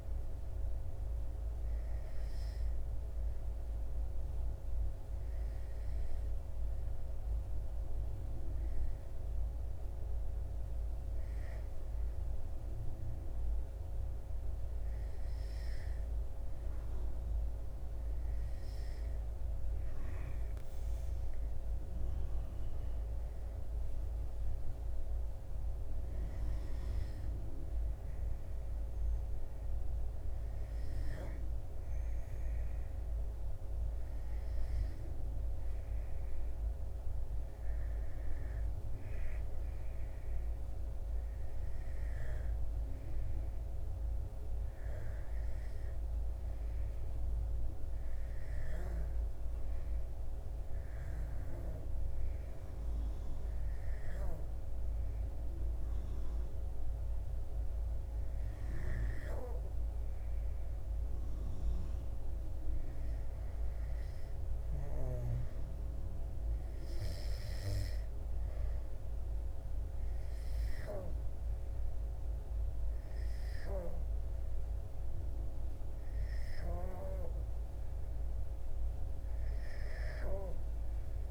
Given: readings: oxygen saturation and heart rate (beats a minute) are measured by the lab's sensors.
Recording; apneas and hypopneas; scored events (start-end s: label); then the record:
breathing in sleep, hard to hear, by a room microphone; none
none scored
From the record:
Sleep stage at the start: N2 (light sleep); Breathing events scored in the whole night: 108 in 7.0 hours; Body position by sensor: on the back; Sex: male